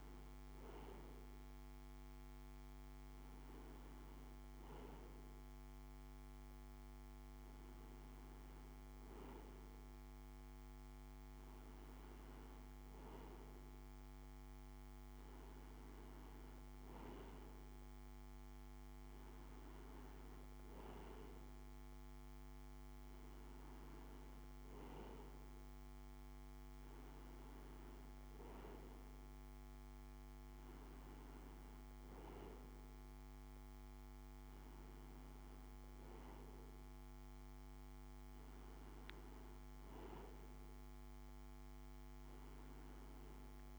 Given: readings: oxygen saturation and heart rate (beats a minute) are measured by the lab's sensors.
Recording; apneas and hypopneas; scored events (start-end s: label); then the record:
breathing in sleep by a microphone on the trachea; none
none scored
From the record:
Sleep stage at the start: N2 (light sleep); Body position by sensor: on the right side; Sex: male